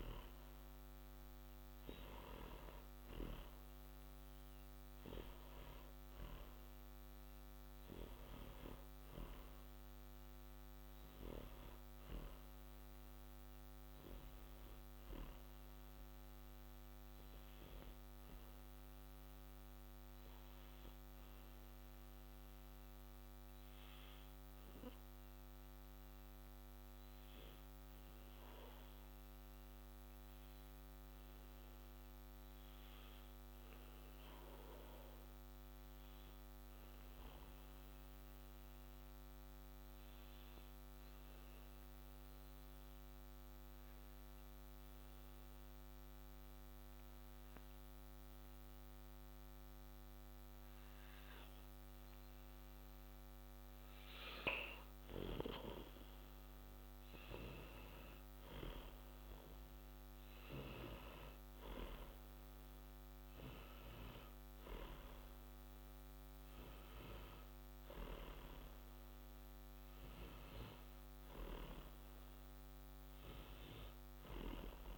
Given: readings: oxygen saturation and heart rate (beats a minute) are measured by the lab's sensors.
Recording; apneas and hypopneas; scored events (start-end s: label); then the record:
breathing in sleep by a microphone on the trachea; 1
31.50-34.50 s: arousal
37.50-53.00 s: obstructive apnea (oxygen 97% before, 93% lowest, heart rate 73 before, 68 extreme, up 40 after)
55.00-58.50 s: arousal
70.00-74.98 s: oxygen desaturation (device-marked, oxygen 96% before, 93% lowest, heart rate 135 before, 61 extreme)
From the record:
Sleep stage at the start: N1 (lightest sleep); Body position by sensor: on the back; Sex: male